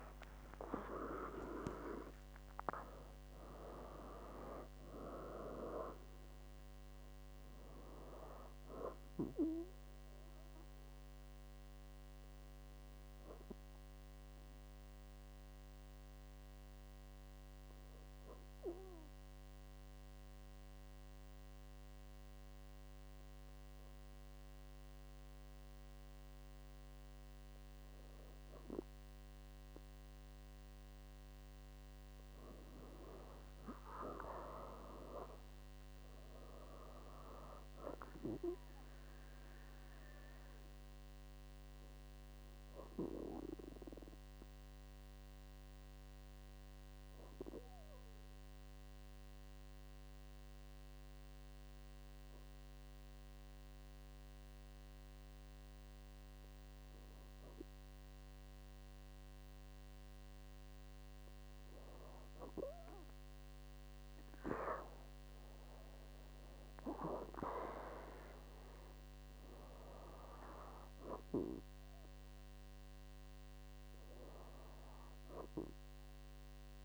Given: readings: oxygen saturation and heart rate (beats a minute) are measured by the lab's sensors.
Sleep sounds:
breathing in sleep by a microphone on the trachea; 2
0.00-3.00 s: arousal
7.50-29.50 s: oxygen desaturation (device-marked, oxygen 99% before, 94% lowest, heart rate 77 before, 60 extreme)
14.00-29.00 s: obstructive apnea (oxygen 99% before, 94% lowest, heart rate 77 before, 60 extreme, up 13 after)
32.00-36.50 s: arousal
44.00-59.00 s: obstructive apnea (oxygen 99% before, 97% lowest, heart rate 71 before, 61 extreme, up 26 after)
61.00-64.50 s: arousal
From the record:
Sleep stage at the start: N2 (light sleep); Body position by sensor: on the back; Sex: female

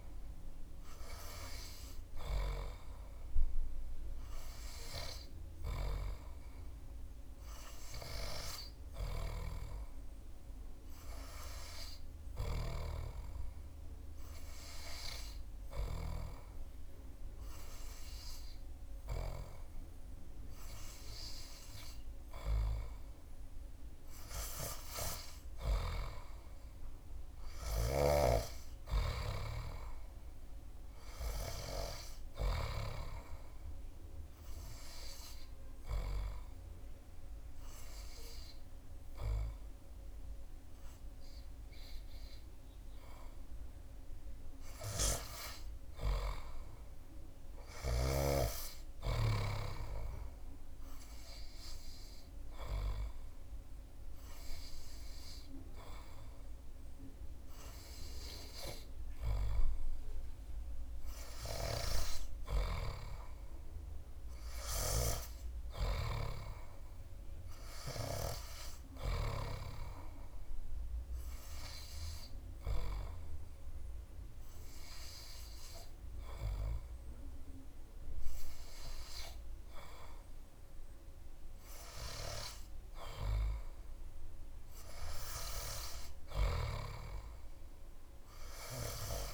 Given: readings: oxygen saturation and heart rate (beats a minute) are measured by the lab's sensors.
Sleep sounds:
breathing in sleep by a room microphone; 4
4.50-21.50 s: hypopnea (oxygen 98% before, 96% lowest)
24.00-27.50 s: arousal
34.00-44.00 s: obstructive apnea (oxygen 98% before, 96% lowest)
45.50-49.00 s: arousal
50.00-61.00 s: obstructive apnea (oxygen 98% before, 96% lowest)
64.00-66.50 s: arousal
70.50-81.50 s: obstructive apnea (oxygen 98% before, 96% lowest)
85.00-88.50 s: arousal
From the record:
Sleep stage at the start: N3 (deep sleep); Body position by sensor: on the back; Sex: male

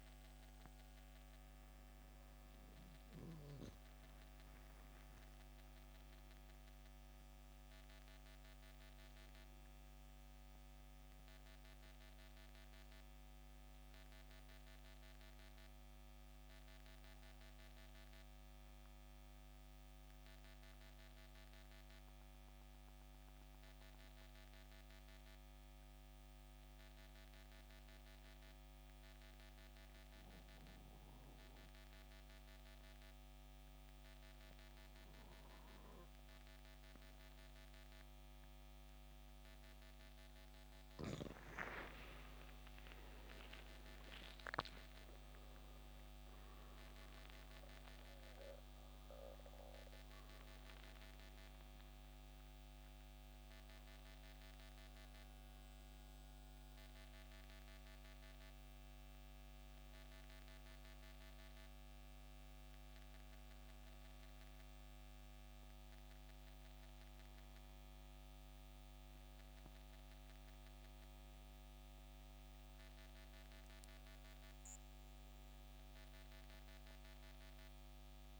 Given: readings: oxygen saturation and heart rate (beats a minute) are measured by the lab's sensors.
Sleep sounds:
breathing in sleep, hard to hear, by a microphone on the trachea; 1
3.50-7.50 s: arousal
8.50-32.50 s: oxygen desaturation (device-marked, oxygen 95% before, 90% lowest, heart rate 66 before, 64 extreme)
15.00-39.00 s: mixed apnea (oxygen 97% before, 85% lowest, heart rate 71 before, 64 extreme, up 15 after)
41.00-45.00 s: arousal
50.50-78.40 s: new sleep stage, REM sleep
54.50-78.40 s: oxygen desaturation (device-marked, oxygen 92% before, 85% lowest, heart rate 74 before, 70 extreme)
From the record:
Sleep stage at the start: N2 (light sleep); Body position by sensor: on the back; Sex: male

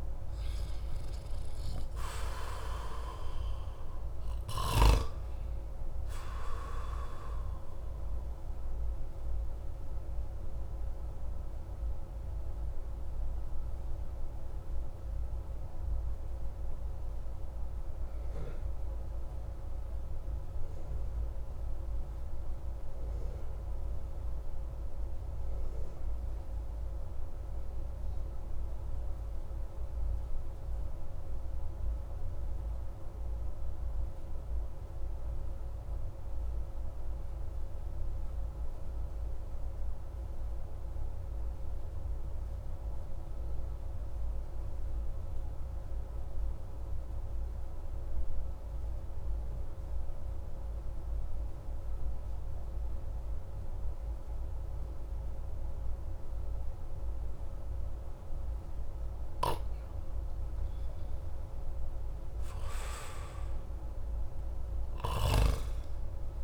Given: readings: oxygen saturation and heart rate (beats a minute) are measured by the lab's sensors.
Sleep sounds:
breathing in sleep by a room microphone; 1
7.50-59.00 s: obstructive apnea (oxygen 98% before, 91% lowest)
54.00-66.44 s: oxygen desaturation (device-marked, oxygen 98% before, 93% lowest)
58.50-65.00 s: snoring (device-marked)
60.00-64.50 s: arousal
From the record:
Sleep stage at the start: N2 (light sleep); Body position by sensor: on the back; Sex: male

